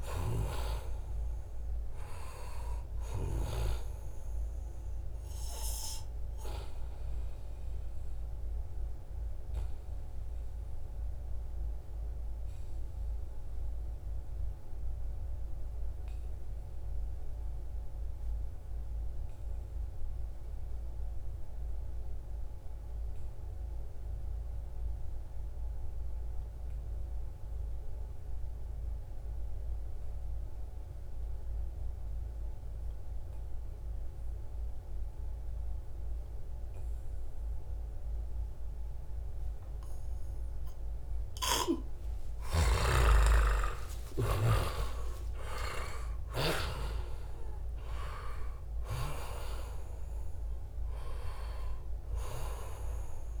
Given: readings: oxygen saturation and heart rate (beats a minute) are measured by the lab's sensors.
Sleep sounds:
breathing in sleep by a room microphone; 1
0.00-3.00 s: snoring (device-marked)
0.00-17.50 s: oxygen desaturation (device-marked, oxygen 89% lowest, heart rate 66 extreme)
4.50-41.00 s: obstructive apnea (oxygen 97% before, 87% lowest, heart rate 71 before, 66 extreme, up 11 after)
33.50-48.50 s: oxygen desaturation (device-marked, oxygen 97% before, 92% lowest, heart rate 69 before, 66 extreme)
42.00-46.00 s: arousal
50.50-53.40 s: oxygen desaturation (device-marked, oxygen 93% before, 87% lowest, heart rate 69 before, 69 extreme)
From the record:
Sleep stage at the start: N2 (light sleep); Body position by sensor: on the back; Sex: male

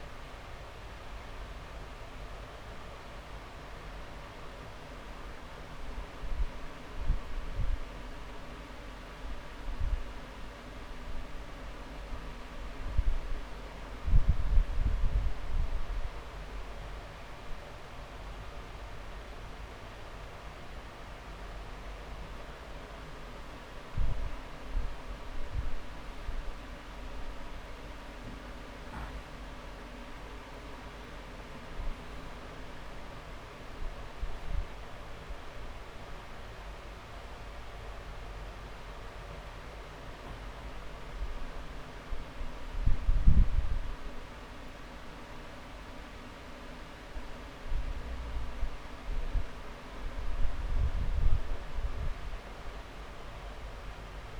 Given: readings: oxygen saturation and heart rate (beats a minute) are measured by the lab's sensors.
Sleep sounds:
breathing in sleep, hard to hear, by a room microphone; none
0.50-2.50 s: long interval between heartbeats (device-marked, heart rate 32 before, 45 extreme)
3.00-7.00 s: drop in pulse transit time (device-marked, heart rate 34 before, 34 extreme)
7.50-9.50 s: long interval between heartbeats (device-marked, heart rate 35 before, 34 extreme)
10.00-12.00 s: long interval between heartbeats (device-marked, heart rate 36 before, 38 extreme)
24.00-28.00 s: drop in pulse transit time (device-marked, heart rate 33 before, 27 extreme)
32.00-41.00 s: drop in pulse transit time (device-marked, heart rate 30 before, 29 extreme)
36.00-38.00 s: long interval between heartbeats (device-marked)
38.00-40.00 s: long interval between heartbeats (device-marked)
42.00-44.00 s: long interval between heartbeats (device-marked, heart rate 33 before, 48 extreme)
49.00-51.00 s: long interval between heartbeats (device-marked, heart rate 37 before, 35 extreme)
51.50-53.50 s: long interval between heartbeats (device-marked, heart rate 38 before, 40 extreme)
From the record:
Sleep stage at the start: N2 (light sleep); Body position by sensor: on the back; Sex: male

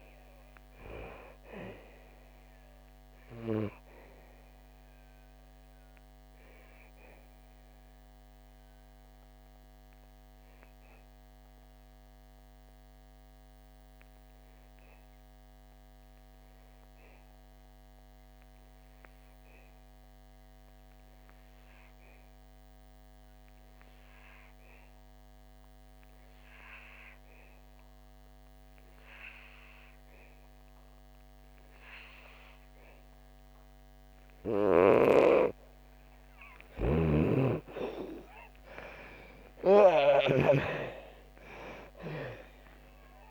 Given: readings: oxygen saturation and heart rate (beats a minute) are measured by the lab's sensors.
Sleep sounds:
breathing in sleep by a microphone on the trachea; 1
0.00-21.50 s: oxygen desaturation (device-marked, oxygen 80% lowest, heart rate 58 extreme)
5.50-35.00 s: obstructive apnea (oxygen 99% before, 79% lowest, heart rate 75 before, 55 extreme, up 26 after)
26.50-43.31 s: oxygen desaturation (device-marked, oxygen 99% before, 79% lowest, heart rate 62 before, 55 extreme)
36.50-40.50 s: snoring (device-marked)
37.00-41.00 s: arousal
From the record:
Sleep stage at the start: N2 (light sleep); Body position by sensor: on the back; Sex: female

